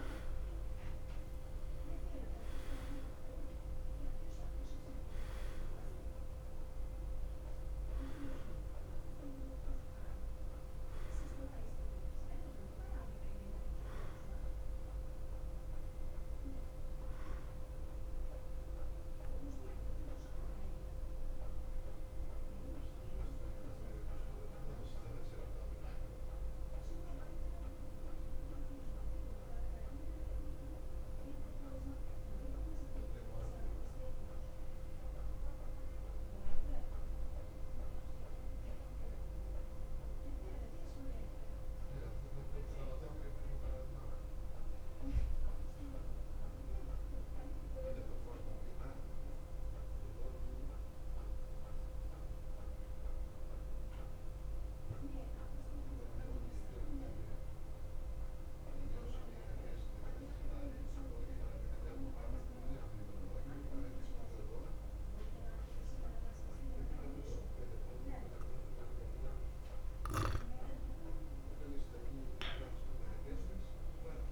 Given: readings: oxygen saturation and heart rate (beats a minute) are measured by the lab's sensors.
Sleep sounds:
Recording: breathing in sleep by a room microphone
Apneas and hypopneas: 1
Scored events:
0.00-49.50 s: oxygen desaturation (device-marked, oxygen 86% lowest, heart rate 51 extreme)
22.00-69.50 s: mixed apnea (oxygen 95% before, 86% lowest, heart rate 56 before, 52 extreme, up 4 after)
69.50-74.32 s: oxygen desaturation (device-marked, oxygen 97% before, 87% lowest, heart rate 52 before, 52 extreme)
70.50-74.32 s: new sleep stage, N2 (light sleep)
71.00-74.32 s: arousal
From the record:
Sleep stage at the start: REM sleep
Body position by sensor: on the back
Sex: male

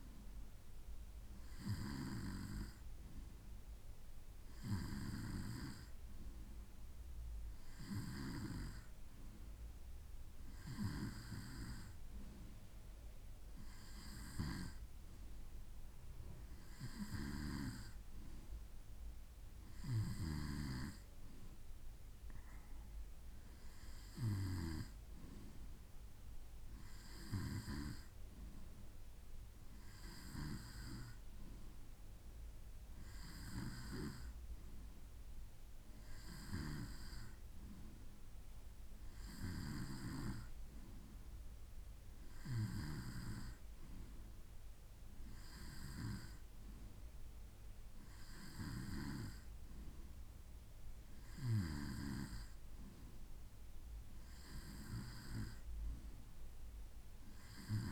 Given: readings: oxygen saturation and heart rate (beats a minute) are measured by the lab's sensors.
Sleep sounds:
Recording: breathing in sleep by a room microphone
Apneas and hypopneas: none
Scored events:
none scored
From the record:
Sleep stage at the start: N2 (light sleep)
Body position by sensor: on the right side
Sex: male

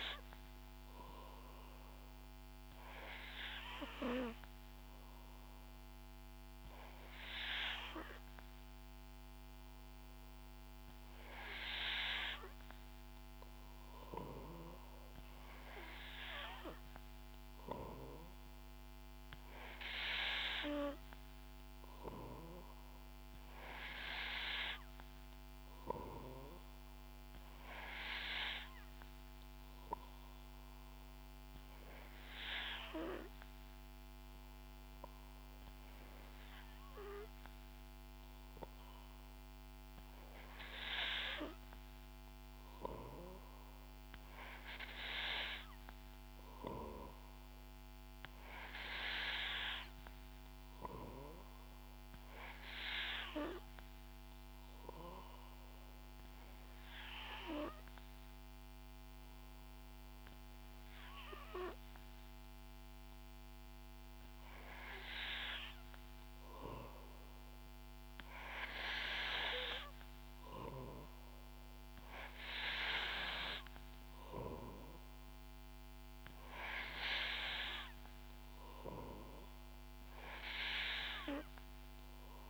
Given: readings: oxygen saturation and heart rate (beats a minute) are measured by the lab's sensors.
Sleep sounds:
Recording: breathing in sleep by a microphone on the trachea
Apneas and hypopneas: 1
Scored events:
46.00-50.00 s: arousal
54.00-64.50 s: obstructive apnea (oxygen 91% before, 88% lowest, heart rate 67 before, 68 extreme, up 1 after)
66.00-71.00 s: arousal
71.00-82.50 s: oxygen desaturation (device-marked, oxygen 91% before, 88% lowest, heart rate 69 before, 66 extreme)
From the record:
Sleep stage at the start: N3 (deep sleep)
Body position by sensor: on the back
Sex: female

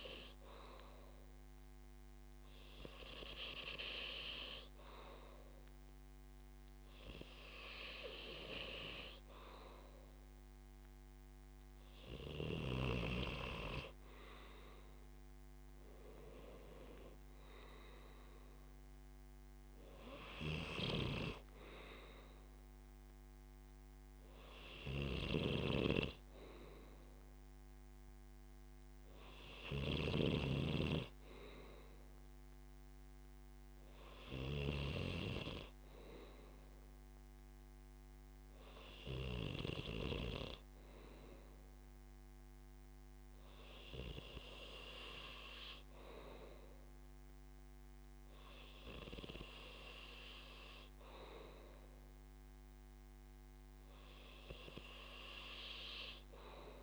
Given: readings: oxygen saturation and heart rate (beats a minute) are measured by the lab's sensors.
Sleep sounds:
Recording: breathing in sleep by a microphone on the trachea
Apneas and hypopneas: none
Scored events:
25.00-35.00 s: snoring (device-marked)
From the record:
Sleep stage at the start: N2 (light sleep)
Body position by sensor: on the back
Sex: male

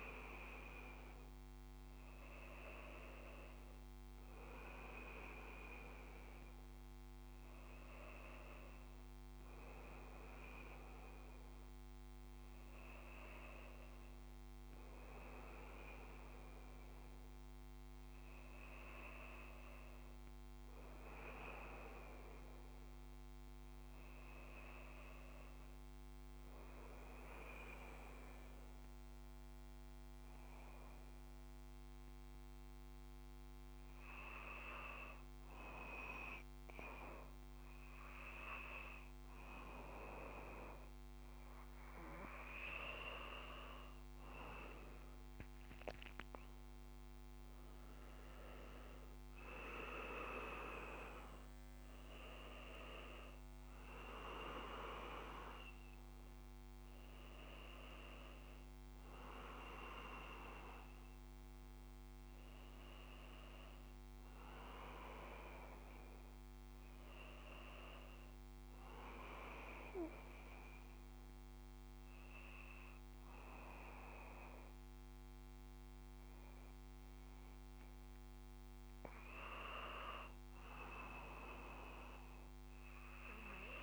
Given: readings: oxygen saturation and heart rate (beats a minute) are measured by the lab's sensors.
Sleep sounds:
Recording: breathing in sleep by a microphone on the trachea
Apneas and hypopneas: 2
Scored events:
19.00-83.82 s: new sleep stage, N2 (light sleep)
28.50-42.50 s: mixed apnea (oxygen 97% before, 93% lowest, heart rate 56 before, 55 extreme, up 5 after)
44.50-48.00 s: arousal
49.00-64.00 s: oxygen desaturation (device-marked, oxygen 96% before, 93% lowest, heart rate 56 before, 55 extreme)
68.50-79.50 s: obstructive apnea (oxygen 96% before, 93% lowest, heart rate 57 before, 55 extreme, up 0 after)
82.00-83.82 s: arousal
From the record:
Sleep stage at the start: N1 (lightest sleep)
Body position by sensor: on the back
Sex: male

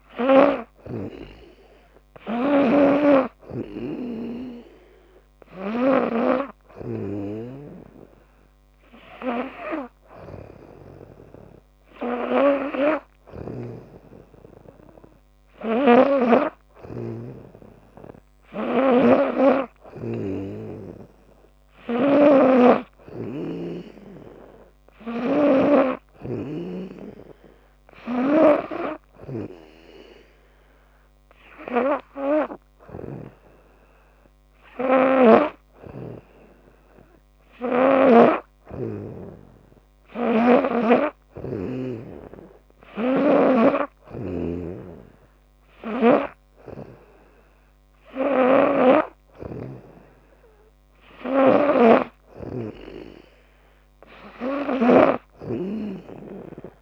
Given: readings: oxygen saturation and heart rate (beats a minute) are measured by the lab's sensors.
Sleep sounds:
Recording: breathing in sleep by a microphone on the trachea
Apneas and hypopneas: none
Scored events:
13.00-20.00 s: snoring (device-marked)
22.00-25.50 s: snoring (device-marked)
32.50-36.00 s: snoring (device-marked)
38.00-41.50 s: snoring (device-marked)
43.50-55.00 s: snoring (device-marked)
54.50-56.82 s: arousal
From the record:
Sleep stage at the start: N2 (light sleep)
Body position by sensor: on the back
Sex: female

